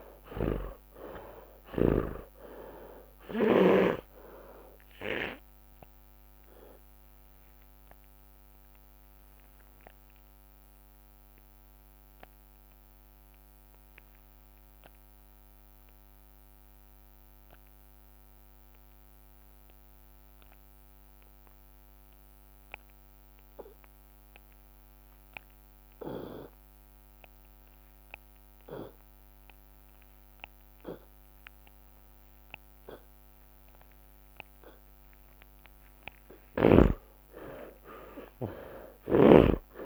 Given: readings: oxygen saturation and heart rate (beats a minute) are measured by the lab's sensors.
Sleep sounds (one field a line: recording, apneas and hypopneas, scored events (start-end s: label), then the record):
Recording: breathing in sleep by a microphone on the trachea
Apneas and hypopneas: 1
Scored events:
0.00-2.00 s: arousal
0.00-4.00 s: snoring (device-marked)
1.00-3.00 s: long interval between heartbeats (device-marked, heart rate 57 before, 73 extreme)
8.00-32.50 s: obstructive apnea (oxygen 97% before, 70% lowest)
13.50-16.50 s: drop in pulse transit time (device-marked)
13.50-17.50 s: oxygen desaturation (device-marked, oxygen 97% before, 92% lowest, heart rate 54 before, 53 extreme)
15.00-17.00 s: long interval between heartbeats (device-marked)
18.00-20.00 s: long interval between heartbeats (device-marked, heart rate 48 before, 61 extreme)
18.50 s: drop in pulse transit time (device-marked)
20.50-22.50 s: long interval between heartbeats (device-marked, heart rate 47 before, 79 extreme)
23.00-25.00 s: long interval between heartbeats (device-marked, heart rate 47 before, 80 extreme)
23.50 s: drop in pulse transit time (device-marked)
23.50-36.50 s: oxygen desaturation (device-marked, oxygen 97% before, 70% lowest, heart rate 48 before, 30 extreme)
28.50 s: drop in pulse transit time (device-marked)
30.00-32.00 s: long interval between heartbeats (device-marked, heart rate 50 before, 54 extreme)
30.50-33.50 s: drop in pulse transit time (device-marked, heart rate 52 before, 58 extreme)
30.50-34.50 s: tachycardia (device-marked, heart rate 86 before, 110 extreme)
32.50-34.50 s: long interval between heartbeats (device-marked, heart rate 57 before, 82 extreme)
35.50-37.50 s: drop in pulse transit time (device-marked, heart rate 70 before, 118 extreme)
35.50-37.50 s: long interval between heartbeats (device-marked, heart rate 70 before, 118 extreme)
37.50-39.86 s: arousal
From the record:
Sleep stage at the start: N2 (light sleep)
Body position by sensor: on the left side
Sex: male